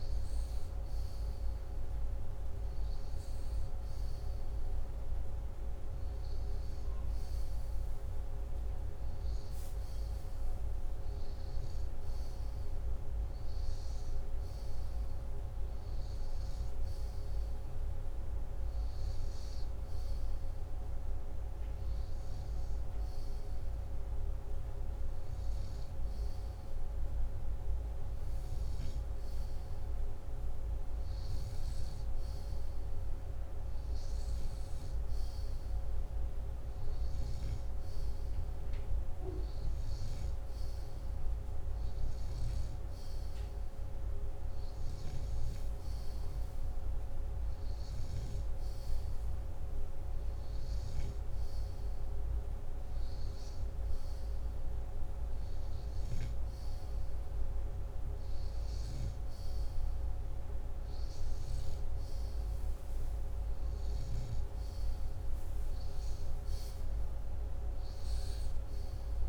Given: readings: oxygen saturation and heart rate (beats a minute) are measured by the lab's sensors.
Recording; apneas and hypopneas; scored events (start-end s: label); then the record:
breathing in sleep, hard to hear, by a room microphone; none
29.00-38.00 s: snoring (device-marked)
45.50-49.00 s: snoring (device-marked)
From the record:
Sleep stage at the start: N2 (light sleep); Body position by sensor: upright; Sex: male